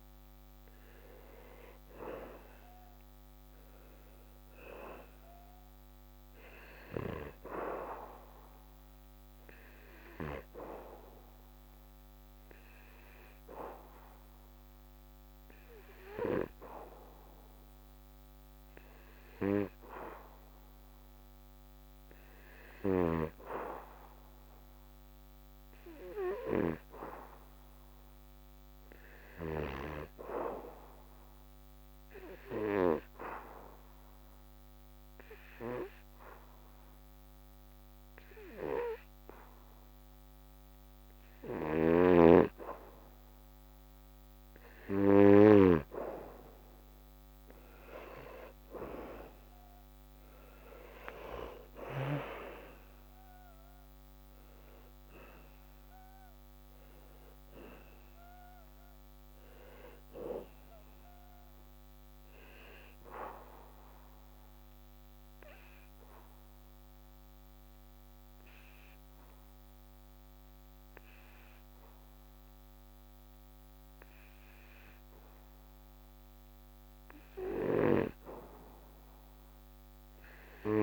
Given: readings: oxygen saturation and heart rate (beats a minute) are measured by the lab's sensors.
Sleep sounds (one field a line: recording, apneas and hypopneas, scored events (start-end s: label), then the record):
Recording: breathing in sleep by a microphone on the trachea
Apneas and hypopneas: 2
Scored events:
33.00-46.00 s: hypopnea (oxygen 95% before, 90% lowest, heart rate 77 before, 73 extreme, up 9 after)
46.50-56.50 s: oxygen desaturation (device-marked, oxygen 94% before, 91% lowest, heart rate 75 before, 75 extreme)
48.50-52.00 s: arousal
64.00-76.50 s: obstructive apnea (oxygen 94% before, 90% lowest, heart rate 80 before, 72 extreme, up 0 after)
75.50-80.83 s: oxygen desaturation (device-marked, oxygen 93% before, 90% lowest, heart rate 80 before, 72 extreme)
From the record:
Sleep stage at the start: N2 (light sleep)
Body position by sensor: on the back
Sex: male